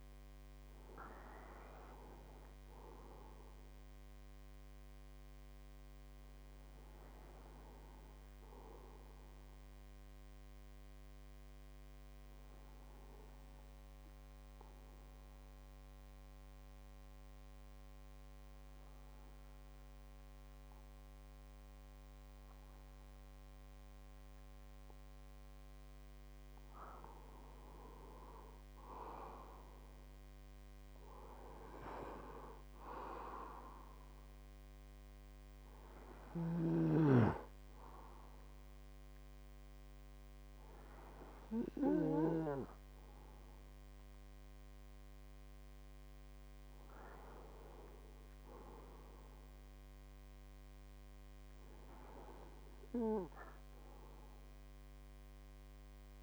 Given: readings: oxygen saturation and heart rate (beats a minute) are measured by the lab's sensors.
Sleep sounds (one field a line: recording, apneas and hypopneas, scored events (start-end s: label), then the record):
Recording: breathing in sleep by a microphone on the trachea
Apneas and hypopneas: 1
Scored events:
13.00-26.50 s: hypopnea (oxygen 99% before, 96% lowest, heart rate 52 before, 51 extreme, up 26 after)
28.50-32.00 s: arousal
From the record:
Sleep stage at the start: N2 (light sleep)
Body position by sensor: on the right side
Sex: male